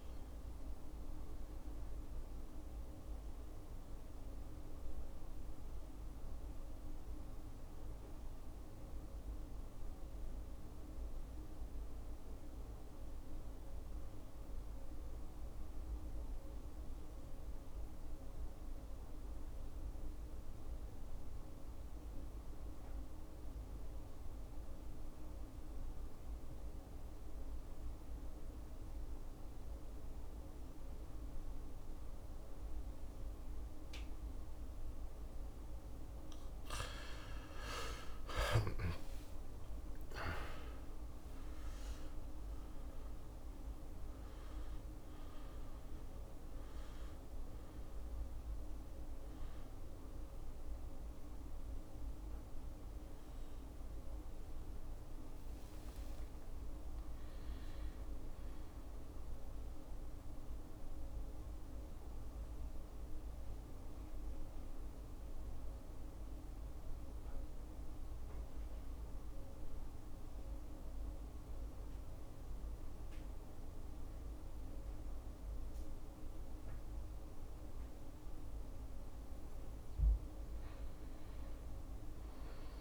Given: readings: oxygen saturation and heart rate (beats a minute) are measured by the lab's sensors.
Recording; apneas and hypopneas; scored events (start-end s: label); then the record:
breathing in sleep, hard to hear, by a room microphone; 2
0.00-16.00 s: oxygen desaturation (device-marked, oxygen 86% lowest, heart rate 65 extreme)
2.00-32.00 s: mixed apnea (oxygen 98% before, 82% lowest, heart rate 71 before, 65 extreme, up 5 after)
28.00-77.00 s: oxygen desaturation (device-marked, oxygen 99% before, 82% lowest, heart rate 67 before, 59 extreme)
36.50-41.50 s: arousal
60.50-77.50 s: central apnea (oxygen 95% before, 82% lowest, heart rate 76 before, 59 extreme, up 9 after)
79.00-82.00 s: arousal
From the record:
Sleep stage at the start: N2 (light sleep); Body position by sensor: on the back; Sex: male